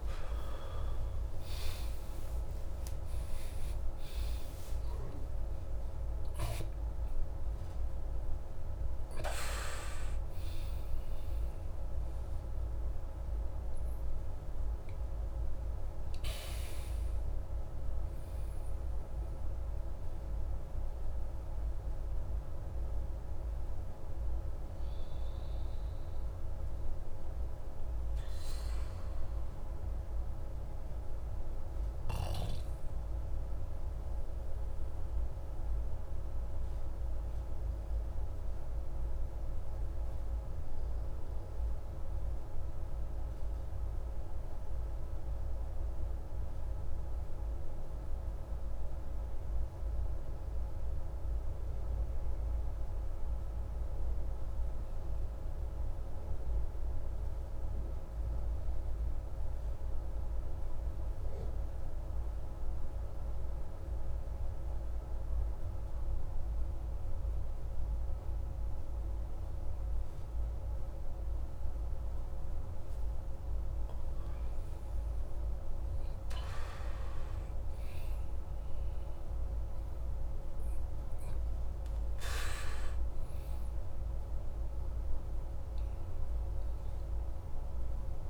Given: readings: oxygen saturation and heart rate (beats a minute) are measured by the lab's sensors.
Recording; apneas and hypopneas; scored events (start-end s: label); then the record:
breathing in sleep, hard to hear, by a room microphone; 1
0.00-3.50 s: arousal
0.00-31.50 s: oxygen desaturation (device-marked, oxygen 76% lowest)
33.50-72.50 s: obstructive apnea (oxygen 98% before, 91% lowest)
59.50-68.50 s: oxygen desaturation (device-marked, oxygen 98% before, 96% lowest)
73.50-79.00 s: arousal
From the record:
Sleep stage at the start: REM sleep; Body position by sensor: on the back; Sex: male